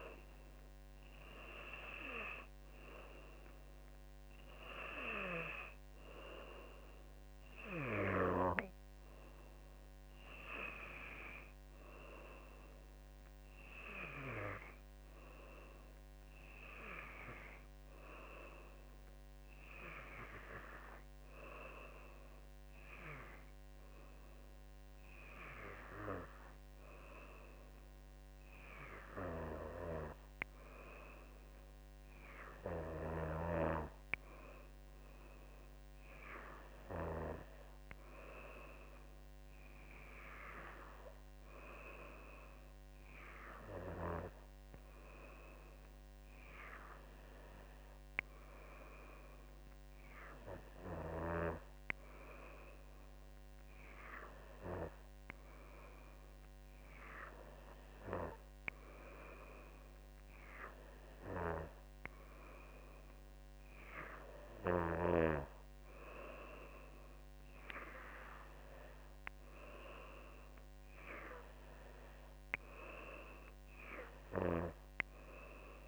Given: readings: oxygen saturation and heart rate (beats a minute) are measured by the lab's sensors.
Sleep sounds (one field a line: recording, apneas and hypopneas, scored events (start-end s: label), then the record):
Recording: breathing in sleep by a microphone on the trachea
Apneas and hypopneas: none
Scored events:
none scored
From the record:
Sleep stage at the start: N2 (light sleep)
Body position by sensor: on the back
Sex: female